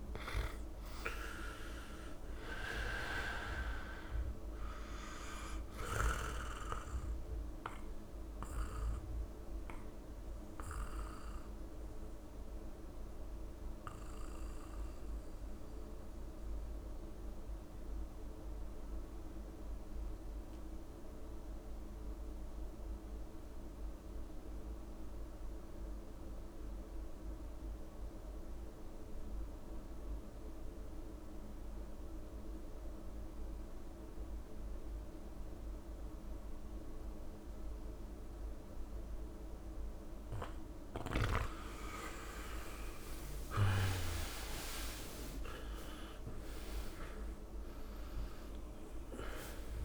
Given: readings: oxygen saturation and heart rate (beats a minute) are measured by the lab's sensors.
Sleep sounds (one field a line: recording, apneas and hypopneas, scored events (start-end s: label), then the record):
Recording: breathing in sleep by a room microphone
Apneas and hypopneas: 1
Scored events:
0.00-1.00 s: arousal
0.00-23.50 s: oxygen desaturation (device-marked, oxygen 85% lowest)
7.00-39.00 s: mixed apnea (oxygen 99% before, 85% lowest)
36.50-49.85 s: oxygen desaturation (device-marked, oxygen 99% before, 85% lowest)
42.00-47.00 s: arousal
From the record:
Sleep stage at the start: N2 (light sleep)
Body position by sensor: on the back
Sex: male